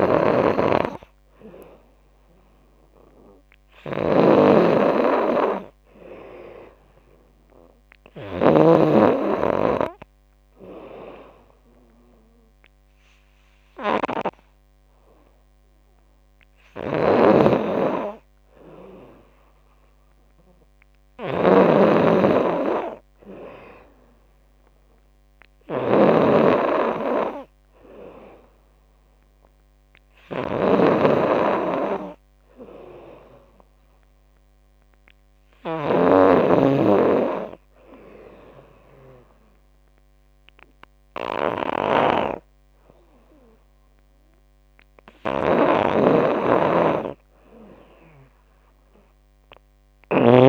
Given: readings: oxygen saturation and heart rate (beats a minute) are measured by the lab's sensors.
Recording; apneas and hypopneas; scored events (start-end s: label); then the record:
breathing in sleep by a microphone on the trachea; none
0.00-5.00 s: oxygen desaturation (device-marked, oxygen 91% lowest, heart rate 77 extreme)
0.00-9.00 s: snoring (device-marked)
17.00-36.00 s: snoring (device-marked)
46.00-50.49 s: snoring (device-marked)
From the record:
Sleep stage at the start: N2 (light sleep); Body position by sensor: on the back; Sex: female